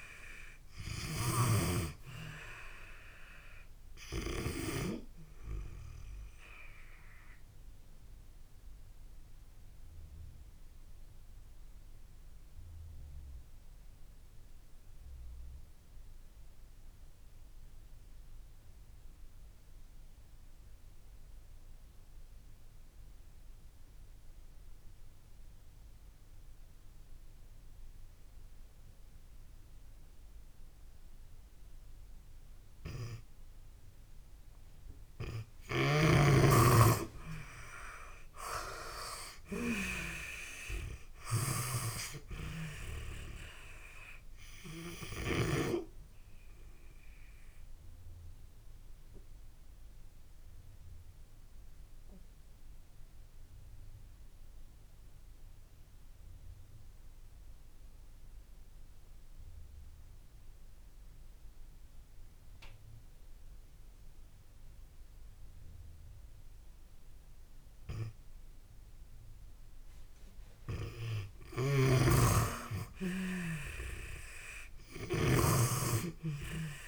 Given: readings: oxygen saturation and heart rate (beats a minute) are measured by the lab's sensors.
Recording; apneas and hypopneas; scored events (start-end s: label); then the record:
breathing in sleep by a room microphone; 2
7.50-33.50 s: obstructive apnea (oxygen 95% before, 81% lowest)
10.50-27.50 s: oxygen desaturation (device-marked, oxygen 94% before, 84% lowest)
35.00-39.50 s: arousal
38.50-69.50 s: oxygen desaturation (device-marked, oxygen 98% before, 81% lowest)
46.00-68.50 s: obstructive apnea (oxygen 98% before, 81% lowest)
71.00-76.88 s: snoring (device-marked)
72.50-76.00 s: arousal
From the record:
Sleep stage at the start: N2 (light sleep); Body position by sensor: on the back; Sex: female